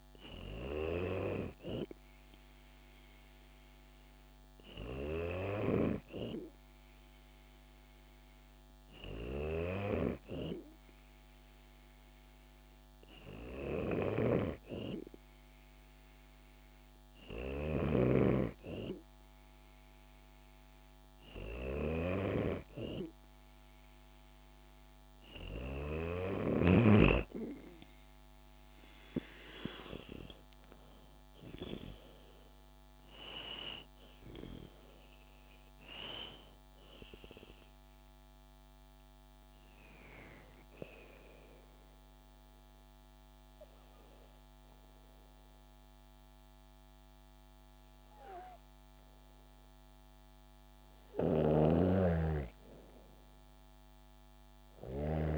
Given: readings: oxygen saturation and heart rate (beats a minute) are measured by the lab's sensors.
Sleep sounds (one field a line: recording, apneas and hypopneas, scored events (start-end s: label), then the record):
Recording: breathing in sleep by a microphone on the trachea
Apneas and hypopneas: 1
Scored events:
13.00-17.50 s: snoring (device-marked)
27.00-31.50 s: arousal
40.50-50.50 s: obstructive apnea (oxygen 96% before, 93% lowest, heart rate 73 before, 61 extreme, up 9 after)
50.50-55.38 s: snoring (device-marked)
53.50-55.38 s: arousal
From the record:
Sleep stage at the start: N2 (light sleep)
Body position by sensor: on the back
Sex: female